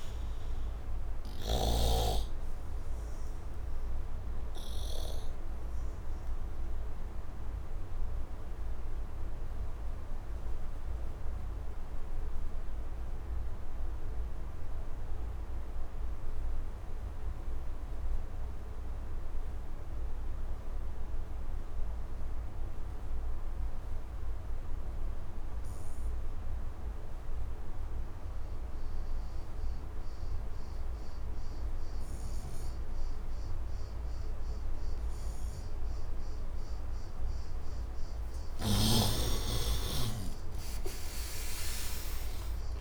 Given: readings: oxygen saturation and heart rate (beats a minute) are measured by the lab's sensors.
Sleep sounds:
breathing in sleep by a room microphone; 1
0.00-1.50 s: snoring (device-marked)
0.00-17.00 s: oxygen desaturation (device-marked, oxygen 73% lowest, heart rate 66 extreme)
1.50-36.00 s: obstructive apnea (oxygen 98% before, 72% lowest, heart rate 80 before, 66 extreme, up 11 after)
27.00-42.81 s: oxygen desaturation (device-marked, oxygen 100% before, 72% lowest, heart rate 69 before, 69 extreme)
39.00-42.81 s: new sleep stage, N1 (lightest sleep)
39.50-42.81 s: arousal
From the record:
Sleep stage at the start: N2 (light sleep); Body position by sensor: on the right side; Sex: male

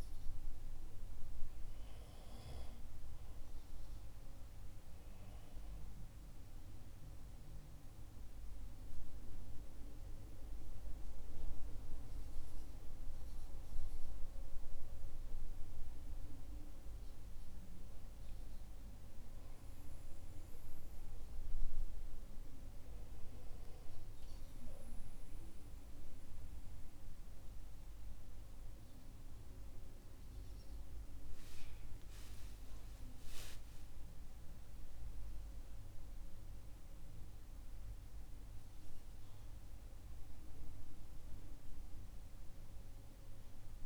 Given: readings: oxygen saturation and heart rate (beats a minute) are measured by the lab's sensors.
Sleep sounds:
breathing in sleep, hard to hear, by a room microphone; none
29.50-35.00 s: arousal
From the record:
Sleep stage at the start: N1 (lightest sleep); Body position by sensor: upright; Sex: male

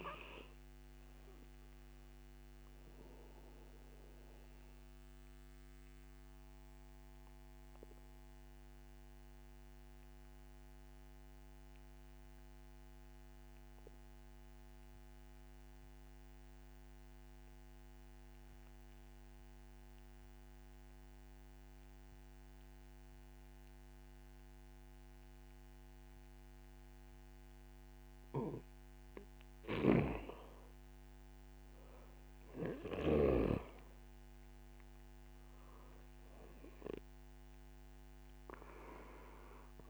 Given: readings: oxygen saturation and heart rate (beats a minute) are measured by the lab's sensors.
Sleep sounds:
breathing in sleep by a microphone on the trachea; 1
0.00-13.00 s: oxygen desaturation (device-marked, oxygen 87% lowest)
4.50-29.50 s: mixed apnea (oxygen 98% before, 87% lowest)
28.00-39.90 s: oxygen desaturation (device-marked, oxygen 97% before, 88% lowest)
31.00-33.50 s: arousal
From the record:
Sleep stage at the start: N2 (light sleep); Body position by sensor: on the back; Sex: male

